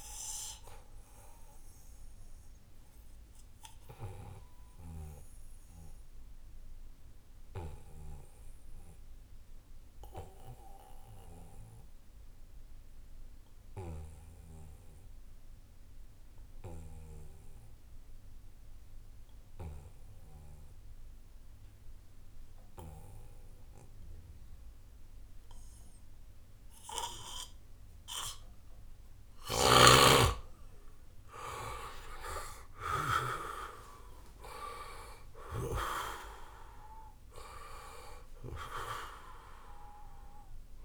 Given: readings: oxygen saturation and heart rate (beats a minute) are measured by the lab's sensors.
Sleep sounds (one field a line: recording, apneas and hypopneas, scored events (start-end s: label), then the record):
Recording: breathing in sleep by a room microphone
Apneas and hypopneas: 1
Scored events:
0.00-11.50 s: oxygen desaturation (device-marked, oxygen 89% lowest, heart rate 68 extreme)
1.50-28.50 s: obstructive apnea (oxygen 97% before, 88% lowest, heart rate 76 before, 68 extreme, up 2 after)
29.50-40.85 s: oxygen desaturation (device-marked, oxygen 96% before, 88% lowest, heart rate 72 before, 71 extreme)
30.50-35.00 s: arousal
From the record:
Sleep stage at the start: N2 (light sleep)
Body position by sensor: on the right side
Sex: male